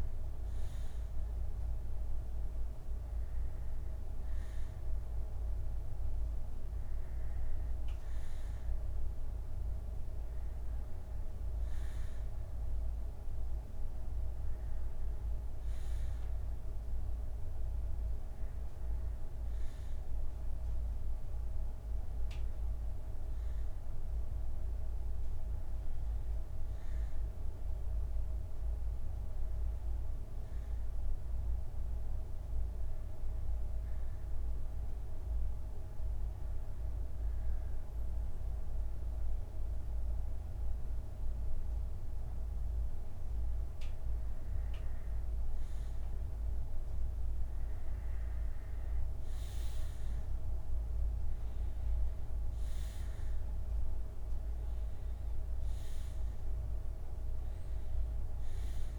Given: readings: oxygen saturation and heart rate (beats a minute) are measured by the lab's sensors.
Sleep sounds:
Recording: breathing in sleep, hard to hear, by a room microphone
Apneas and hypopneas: 1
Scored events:
0.00-12.50 s: oxygen desaturation (device-marked, oxygen 91% lowest, heart rate 64 extreme)
17.00-22.00 s: arousal
32.00-43.50 s: hypopnea (oxygen 93% before, 88% lowest, heart rate 70 before, 56 extreme, up 19 after)
34.50-37.50 s: bradycardia (device-marked, heart rate 69 before, 64 extreme)
43.50-58.99 s: oxygen desaturation (device-marked, oxygen 92% before, 88% lowest, heart rate 66 before, 56 extreme)
45.50-49.50 s: arousal
From the record:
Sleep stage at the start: N2 (light sleep)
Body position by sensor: on the back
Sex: male

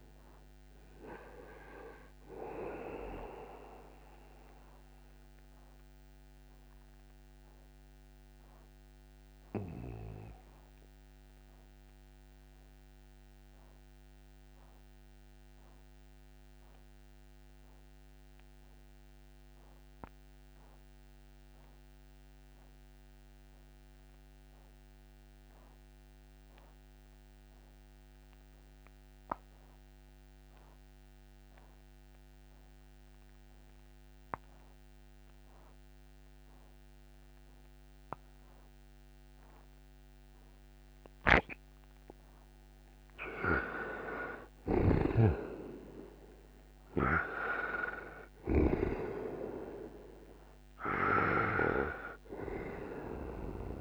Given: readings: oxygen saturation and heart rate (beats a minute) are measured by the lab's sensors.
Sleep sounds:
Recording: breathing in sleep by a microphone on the trachea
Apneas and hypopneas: 1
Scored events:
0.00-27.50 s: oxygen desaturation (device-marked, oxygen 87% lowest, heart rate 58 extreme)
6.00-43.00 s: obstructive apnea (oxygen 98% before, 81% lowest, heart rate 67 before, 58 extreme, up 4 after)
37.50-53.81 s: oxygen desaturation (device-marked, oxygen 98% before, 81% lowest, heart rate 62 before, 59 extreme)
44.50-49.00 s: snoring (device-marked)
45.00-49.00 s: arousal
From the record:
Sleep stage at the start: N2 (light sleep)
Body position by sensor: on the right side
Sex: male

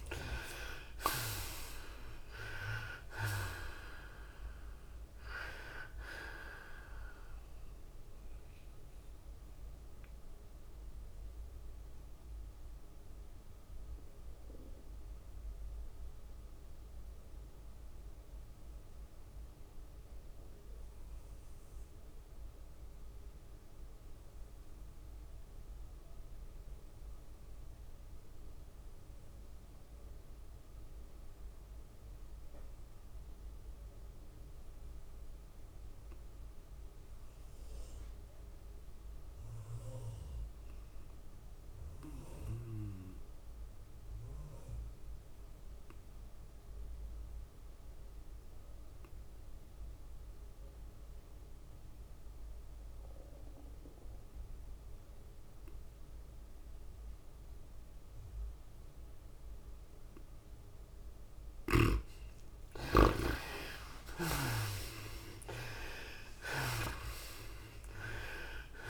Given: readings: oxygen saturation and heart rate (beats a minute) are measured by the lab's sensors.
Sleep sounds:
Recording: breathing in sleep by a room microphone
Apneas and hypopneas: 1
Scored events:
0.00-1.00 s: arousal
0.00-19.00 s: oxygen desaturation (device-marked, oxygen 69% lowest, heart rate 64 extreme)
0.00-21.00 s: tachycardia (device-marked, heart rate 98 before, 111 extreme)
1.00-14.00 s: drop in pulse transit time (device-marked, heart rate 82 before, 87 extreme)
9.50-61.50 s: obstructive apnea (oxygen 85% before, 58% lowest, heart rate 86 before, 80 extreme, up 19 after)
28.00-68.90 s: oxygen desaturation (device-marked, oxygen 99% before, 58% lowest, heart rate 105 before, 80 extreme)
35.00-68.90 s: new sleep stage, REM sleep
48.00-54.00 s: drop in pulse transit time (device-marked, heart rate 89 before, 84 extreme)
63.00-68.90 s: tachycardia (device-marked, heart rate 97 before, 116 extreme)
65.50-68.90 s: arousal
67.00-68.90 s: drop in pulse transit time (device-marked, heart rate 93 before, 105 extreme)
From the record:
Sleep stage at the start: N2 (light sleep)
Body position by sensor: on the right side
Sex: female

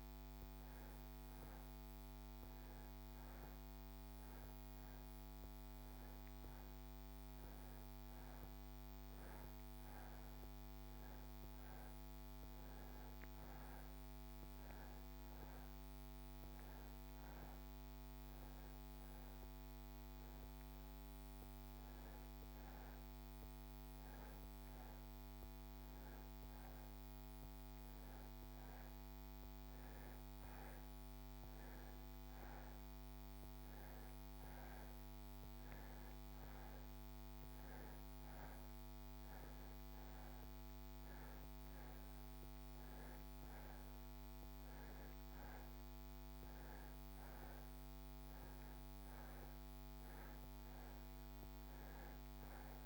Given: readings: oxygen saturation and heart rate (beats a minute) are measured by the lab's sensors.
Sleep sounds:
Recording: breathing in sleep, hard to hear, by a microphone on the trachea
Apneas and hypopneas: none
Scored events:
none scored
From the record:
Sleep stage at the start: N2 (light sleep)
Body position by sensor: on the back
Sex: male

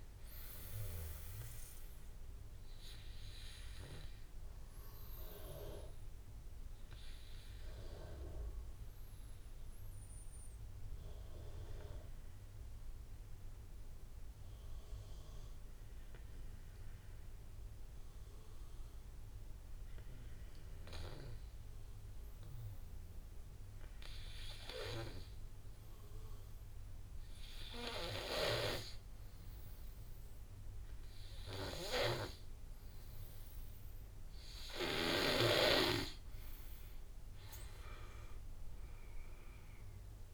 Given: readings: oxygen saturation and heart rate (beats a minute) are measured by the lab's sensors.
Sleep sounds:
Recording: breathing in sleep by a room microphone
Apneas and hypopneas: 1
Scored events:
0.00-15.50 s: oxygen desaturation (device-marked, oxygen 91% lowest, heart rate 48 extreme)
2.00-32.50 s: obstructive apnea (oxygen 99% before, 90% lowest, heart rate 54 before, 49 extreme, up 12 after)
28.50-40.34 s: oxygen desaturation (device-marked, oxygen 98% before, 90% lowest, heart rate 55 before, 47 extreme)
36.50-39.50 s: arousal
From the record:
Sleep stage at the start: N2 (light sleep)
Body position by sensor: on the back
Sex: male

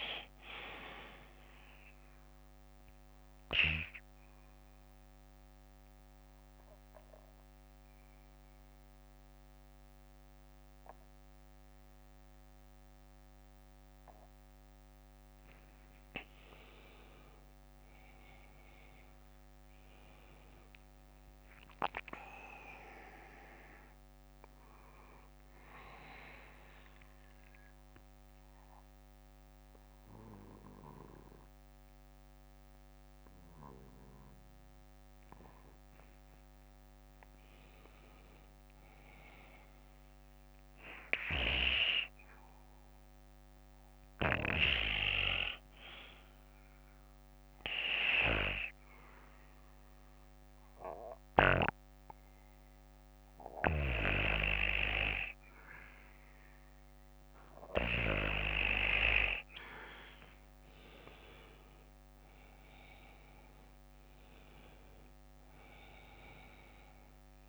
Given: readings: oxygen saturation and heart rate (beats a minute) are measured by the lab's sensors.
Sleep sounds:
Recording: breathing in sleep by a microphone on the trachea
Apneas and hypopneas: 3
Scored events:
0.00-9.00 s: bradycardia (device-marked, heart rate 60 before, 56 extreme)
2.50-16.00 s: obstructive apnea (oxygen 97% before, 92% lowest, heart rate 62 before, 48 extreme, up 21 after)
11.00-13.00 s: bradycardia (device-marked, heart rate 60 before, 56 extreme)
12.00-20.00 s: oxygen desaturation (device-marked, oxygen 95% before, 92% lowest, heart rate 62 before, 48 extreme)
19.50-24.50 s: arousal
26.00-36.00 s: bradycardia (device-marked, heart rate 61 before, 48 extreme)
27.50-37.50 s: central apnea (oxygen 96% before, 91% lowest, heart rate 62 before, 48 extreme, up 21 after)
39.00-42.50 s: arousal
43.00-57.00 s: bradycardia (device-marked, heart rate 60 before, 57 extreme)
49.00-60.50 s: obstructive apnea (oxygen 96% before, 91% lowest, heart rate 57 before, 47 extreme, up 15 after)
60.00-67.49 s: oxygen desaturation (device-marked, oxygen 97% before, 91% lowest, heart rate 59 before, 47 extreme)
63.50-67.00 s: arousal
From the record:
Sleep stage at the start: N2 (light sleep)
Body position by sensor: on the back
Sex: male

